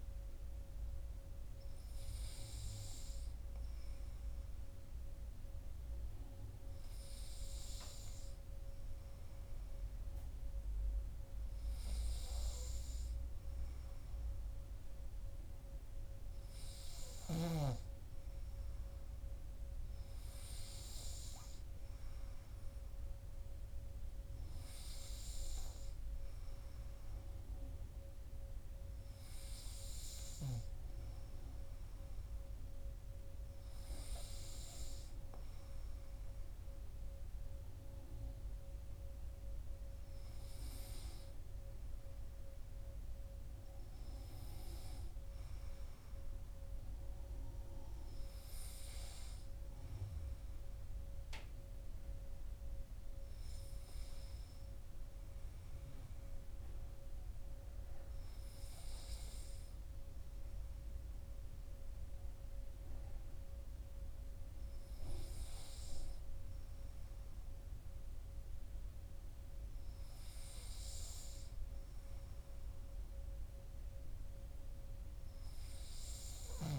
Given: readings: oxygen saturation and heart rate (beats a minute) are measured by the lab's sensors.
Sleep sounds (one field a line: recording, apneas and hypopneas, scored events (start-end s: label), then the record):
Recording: breathing in sleep by a room microphone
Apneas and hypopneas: none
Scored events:
none scored
From the record:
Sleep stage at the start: N2 (light sleep)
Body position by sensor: on the back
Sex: male